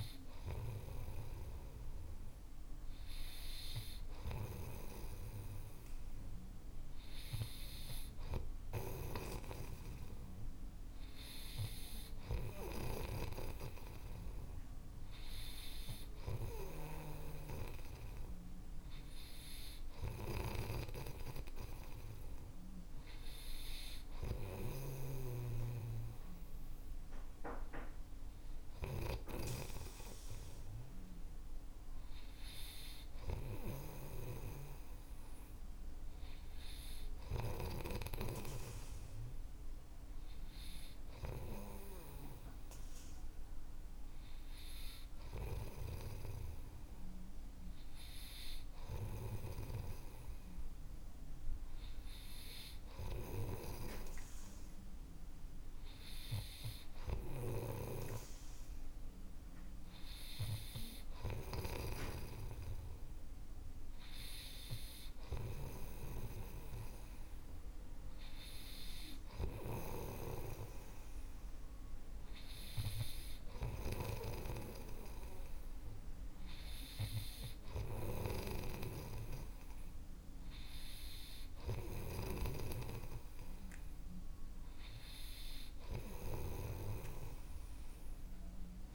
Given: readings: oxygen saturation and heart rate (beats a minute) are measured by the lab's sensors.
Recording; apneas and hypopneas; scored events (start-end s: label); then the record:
breathing in sleep by a room microphone; none
4.50-30.00 s: snoring (device-marked)
49.50-88.95 s: snoring (device-marked)
From the record:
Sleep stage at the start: N3 (deep sleep); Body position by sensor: on the right side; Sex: male